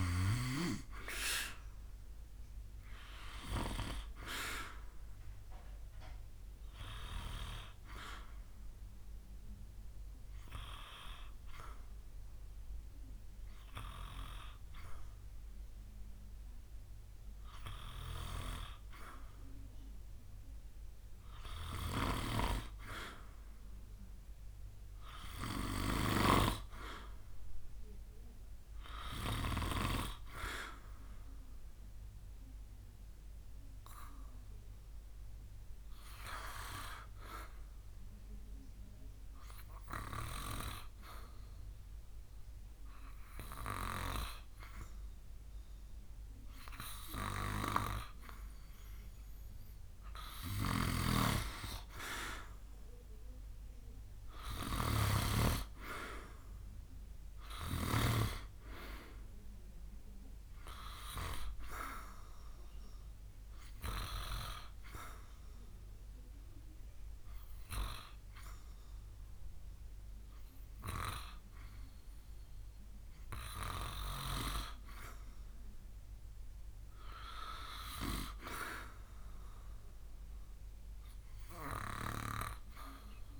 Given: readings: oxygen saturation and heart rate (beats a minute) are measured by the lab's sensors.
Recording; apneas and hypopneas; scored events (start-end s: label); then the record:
breathing in sleep by a room microphone; 3
0.00-1.50 s: arousal
4.50-18.50 s: obstructive apnea (oxygen 95% before, 90% lowest, heart rate 74 before, 68 extreme, up 1 after)
7.00-21.00 s: oxygen desaturation (device-marked, oxygen 95% before, 90% lowest, heart rate 72 before, 68 extreme)
23.00-26.50 s: arousal
33.00-46.50 s: obstructive apnea (oxygen 95% before, 91% lowest, heart rate 70 before, 69 extreme, up 5 after)
50.50-55.00 s: snoring (device-marked)
53.50-57.00 s: arousal
62.50-74.00 s: obstructive apnea (oxygen 95% before, 91% lowest, heart rate 73 before, 67 extreme, up 5 after)
77.50-82.00 s: arousal
From the record:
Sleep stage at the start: N2 (light sleep); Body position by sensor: on the back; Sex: male